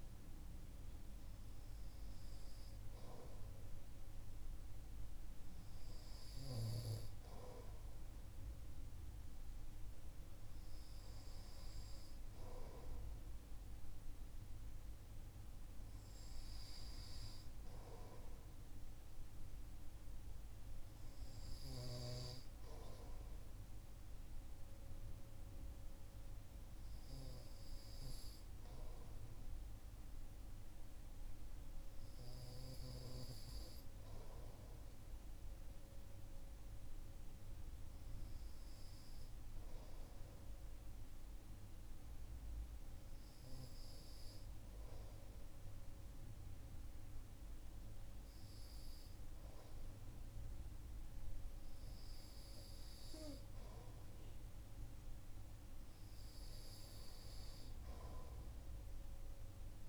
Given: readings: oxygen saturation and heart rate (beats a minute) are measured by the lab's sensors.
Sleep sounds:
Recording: breathing in sleep by a room microphone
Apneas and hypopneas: none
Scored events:
none scored
From the record:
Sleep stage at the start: REM sleep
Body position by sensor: on the right side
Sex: male

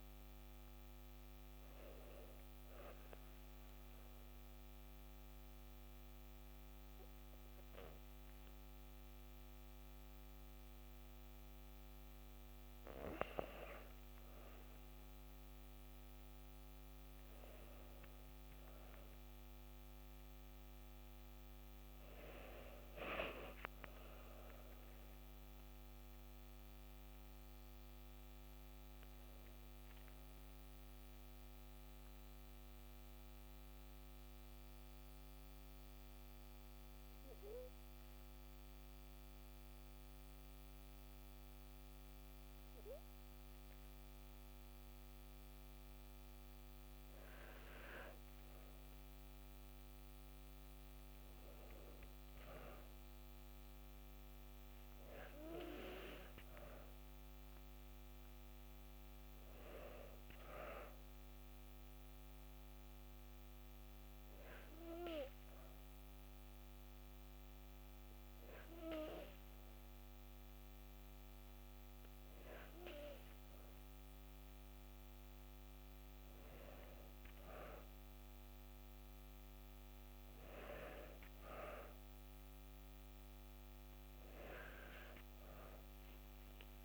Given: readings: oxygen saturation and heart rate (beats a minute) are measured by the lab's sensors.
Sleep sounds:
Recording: breathing in sleep by a microphone on the trachea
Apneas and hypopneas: 3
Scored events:
3.50-13.50 s: mixed apnea (oxygen 92% before, 90% lowest, heart rate 62 before, 58 extreme, up 1 after)
21.00-24.50 s: arousal
30.50-46.50 s: central apnea (oxygen 94% before, 92% lowest, heart rate 60 before, 58 extreme, up 2 after)
49.00-53.50 s: arousal
62.50-75.00 s: hypopnea (oxygen 95% before, 91% lowest, heart rate 60 before, 60 extreme, up 1 after)
84.00-86.85 s: arousal
From the record:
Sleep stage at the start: N2 (light sleep)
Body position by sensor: on the back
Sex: female

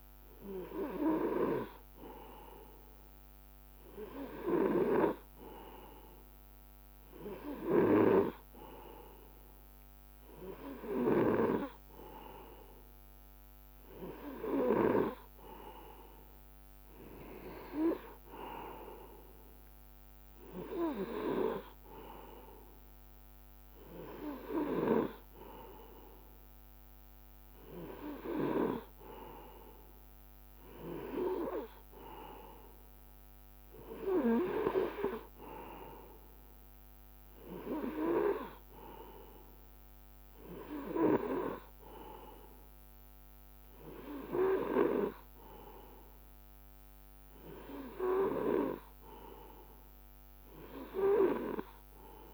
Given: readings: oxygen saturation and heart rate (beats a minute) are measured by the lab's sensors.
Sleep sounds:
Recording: breathing in sleep by a microphone on the trachea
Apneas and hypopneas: none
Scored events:
none scored
From the record:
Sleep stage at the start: N2 (light sleep)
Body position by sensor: on the right side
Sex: male

